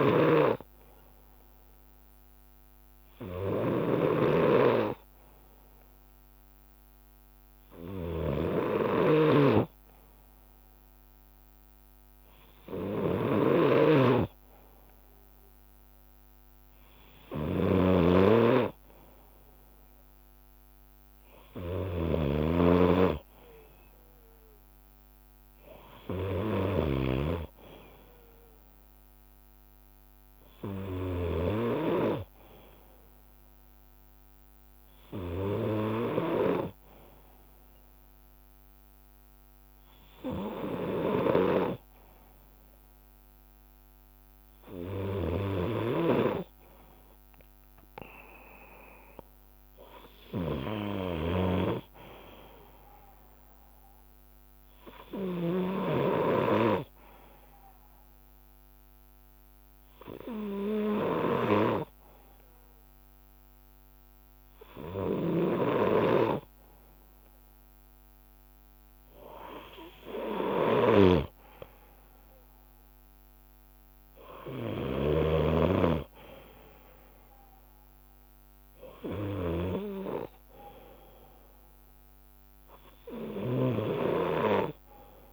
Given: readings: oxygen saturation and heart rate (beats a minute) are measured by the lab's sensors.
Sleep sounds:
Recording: breathing in sleep by a microphone on the trachea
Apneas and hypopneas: none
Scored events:
0.00-3.50 s: leg movement (device-marked)
5.00-7.00 s: bradycardia (device-marked, heart rate 60 before, 60 extreme)
7.50-9.50 s: leg movement (device-marked)
8.00-27.00 s: snoring (device-marked)
23.00-26.00 s: leg movement (device-marked)
27.50-33.50 s: leg movement (device-marked)
36.00-42.50 s: leg movement (device-marked)
44.50-50.00 s: leg movement (device-marked)
79.00-85.33 s: leg movement (device-marked)
From the record:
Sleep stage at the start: N2 (light sleep)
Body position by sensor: on the left side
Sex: male

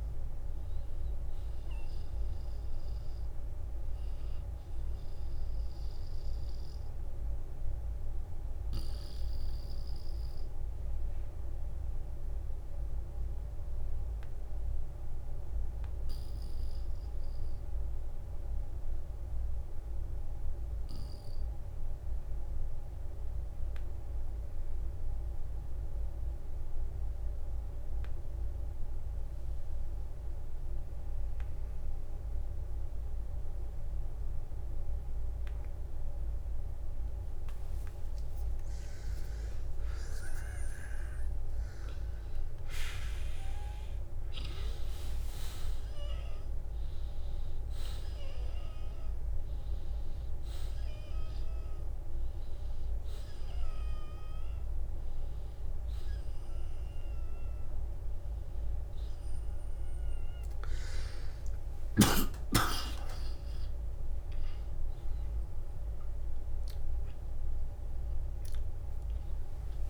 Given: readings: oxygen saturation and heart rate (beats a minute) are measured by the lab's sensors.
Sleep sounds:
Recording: breathing in sleep, hard to hear, by a room microphone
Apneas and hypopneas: 1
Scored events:
0.00-5.50 s: oxygen desaturation (device-marked, oxygen 92% lowest, heart rate 53 extreme)
6.50-8.50 s: long interval between heartbeats (device-marked, heart rate 67 before, 53 extreme)
7.00-38.00 s: obstructive apnea (oxygen 96% before, 86% lowest, heart rate 67 before, 48 extreme, up 12 after)
18.50-31.50 s: oxygen desaturation (device-marked, oxygen 94% before, 89% lowest, heart rate 60 before, 48 extreme)
34.00-36.00 s: long interval between heartbeats (device-marked, heart rate 55 before, 53 extreme)
39.50-43.00 s: arousal
42.50-59.50 s: oxygen desaturation (device-marked, oxygen 97% before, 92% lowest, heart rate 53 before, 49 extreme)
62.50-67.50 s: arousal
68.50-69.90 s: oxygen desaturation (device-marked, oxygen 94% before, 86% lowest, heart rate 62 before, 43 extreme)
From the record:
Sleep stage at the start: N2 (light sleep)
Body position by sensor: on the back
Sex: male

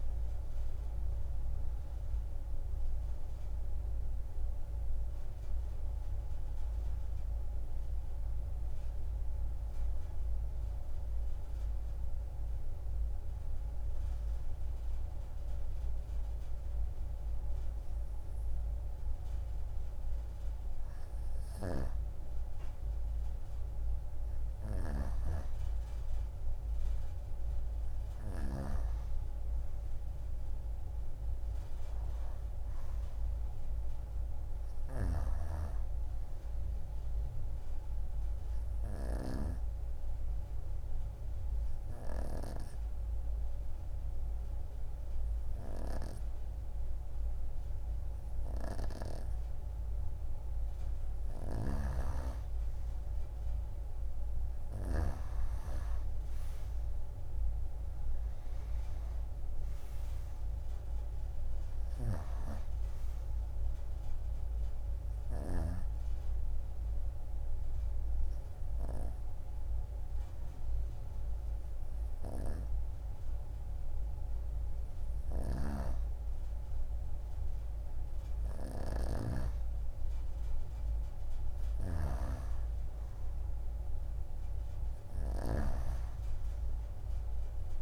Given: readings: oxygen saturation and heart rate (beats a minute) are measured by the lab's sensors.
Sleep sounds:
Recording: breathing in sleep by a room microphone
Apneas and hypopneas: 3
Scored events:
0.00-20.50 s: oxygen desaturation (device-marked, oxygen 85% lowest)
8.00-21.00 s: hypopnea (oxygen 94% before, 85% lowest, heart rate 30 before, 28 extreme, up 5 after)
23.50-26.50 s: arousal
32.50-48.50 s: oxygen desaturation (device-marked, oxygen 99% before, 94% lowest)
40.00-51.00 s: obstructive apnea (oxygen 99% before, 89% lowest)
55.50-60.00 s: arousal
56.50-69.50 s: oxygen desaturation (device-marked, oxygen 95% before, 89% lowest)
64.50-75.00 s: obstructive apnea (oxygen 95% before, 89% lowest, heart rate 33 before, 25 extreme, up 16 after)
77.50-81.00 s: arousal
81.50-85.50 s: snoring (device-marked)
From the record:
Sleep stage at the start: N2 (light sleep)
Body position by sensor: on the right side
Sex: female

